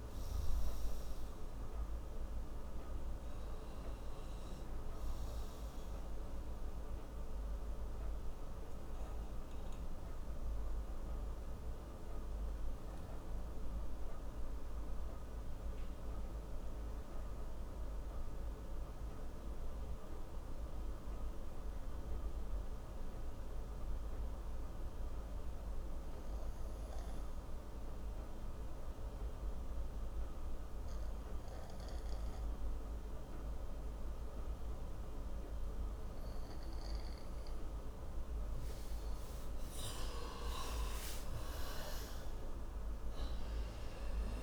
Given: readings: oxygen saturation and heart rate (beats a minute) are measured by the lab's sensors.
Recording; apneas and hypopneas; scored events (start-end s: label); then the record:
breathing in sleep, hard to hear, by a room microphone; 1
7.00-39.00 s: obstructive apnea (oxygen 97% before, 92% lowest)
11.00-23.00 s: oxygen desaturation (device-marked, oxygen 95% before, 92% lowest)
38.00-44.43 s: oxygen desaturation (device-marked, oxygen 98% before, 94% lowest)
40.00-44.43 s: arousal
From the record:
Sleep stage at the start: N2 (light sleep); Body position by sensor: on the right side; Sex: male